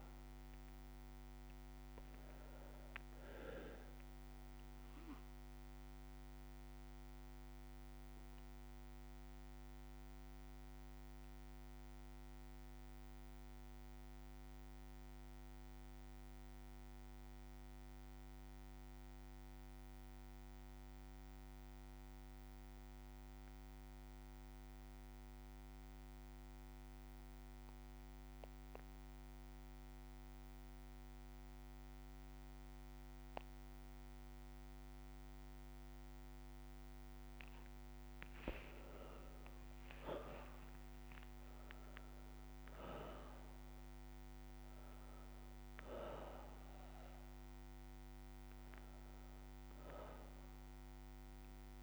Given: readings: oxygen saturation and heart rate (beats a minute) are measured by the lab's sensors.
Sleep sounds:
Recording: breathing in sleep by a microphone on the trachea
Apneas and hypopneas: 1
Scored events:
0.00-18.50 s: oxygen desaturation (device-marked, oxygen 94% lowest, heart rate 56 extreme)
4.50-34.50 s: bradycardia (device-marked, heart rate 61 before, 56 extreme)
6.50-36.00 s: obstructive apnea (oxygen 98% before, 92% lowest, heart rate 63 before, 56 extreme, up 13 after)
30.50-51.83 s: oxygen desaturation (device-marked, oxygen 99% before, 92% lowest, heart rate 57 before, 57 extreme)
38.00-44.00 s: arousal
40.00-42.00 s: long interval between heartbeats (device-marked, heart rate 58 before, 69 extreme)
50.50-51.83 s: bradycardia (device-marked, heart rate 61 before, 57 extreme)
From the record:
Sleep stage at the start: N2 (light sleep)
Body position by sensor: on the back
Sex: male

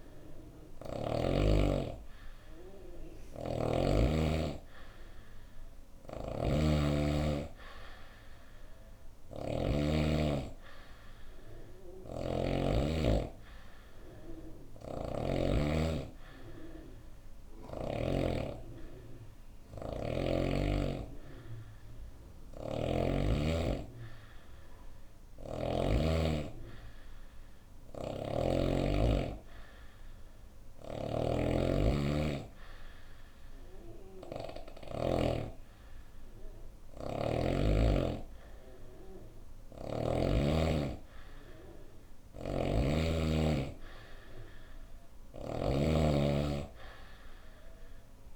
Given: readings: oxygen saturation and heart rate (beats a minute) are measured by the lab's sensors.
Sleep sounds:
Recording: breathing in sleep by a room microphone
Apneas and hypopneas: none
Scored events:
2.50-12.00 s: snoring (device-marked)
14.00-17.50 s: snoring (device-marked)
27.00-34.50 s: snoring (device-marked)
41.50-48.36 s: snoring (device-marked)
From the record:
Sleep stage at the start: N2 (light sleep)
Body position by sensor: on the right side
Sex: female

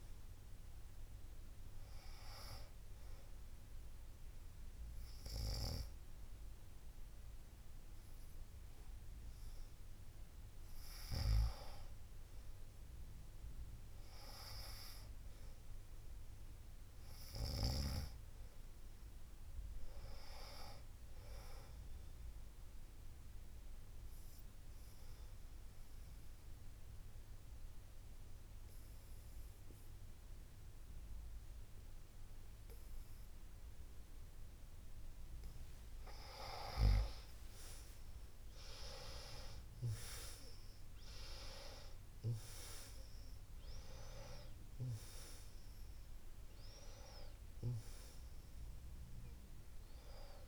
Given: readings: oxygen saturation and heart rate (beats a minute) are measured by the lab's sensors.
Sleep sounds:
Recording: breathing in sleep by a room microphone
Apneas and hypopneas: 1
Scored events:
16.00-20.00 s: arousal
24.00-36.00 s: obstructive apnea (oxygen 96% before, 90% lowest, heart rate 66 before, 58 extreme, up 17 after)
38.00-42.00 s: arousal
41.50-50.48 s: oxygen desaturation (device-marked, oxygen 95% before, 90% lowest, heart rate 70 before, 55 extreme)
From the record:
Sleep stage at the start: N2 (light sleep)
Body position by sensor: on the back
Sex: female

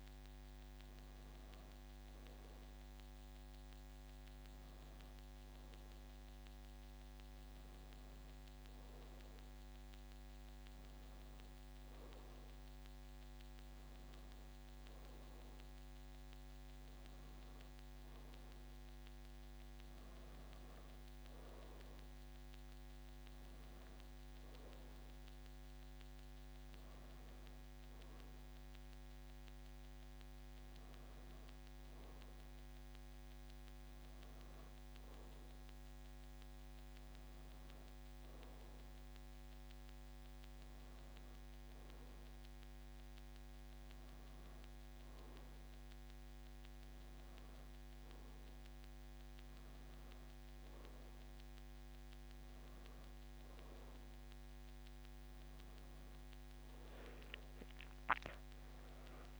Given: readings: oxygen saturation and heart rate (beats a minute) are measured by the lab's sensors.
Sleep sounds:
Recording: a person awake in a sleep study, hard to hear, by a microphone on the trachea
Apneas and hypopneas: none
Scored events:
none scored
From the record:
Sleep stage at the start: awake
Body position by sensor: on the back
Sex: female

